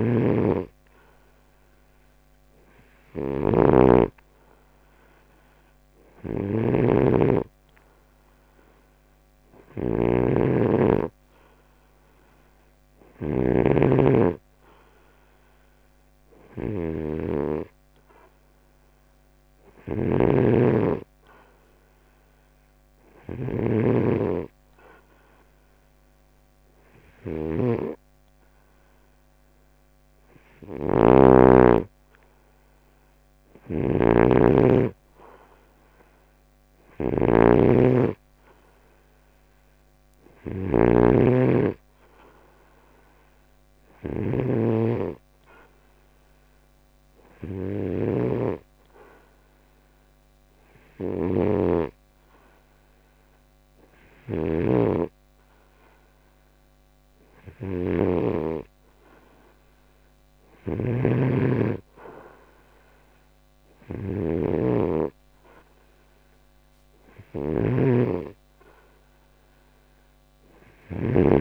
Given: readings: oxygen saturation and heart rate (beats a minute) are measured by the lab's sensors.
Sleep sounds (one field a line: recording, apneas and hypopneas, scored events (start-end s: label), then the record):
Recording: breathing in sleep by a microphone on the trachea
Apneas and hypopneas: none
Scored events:
0.00-15.00 s: oxygen desaturation (device-marked, oxygen 90% lowest, heart rate 69 extreme)
From the record:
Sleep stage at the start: N2 (light sleep)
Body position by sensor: on the right side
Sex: male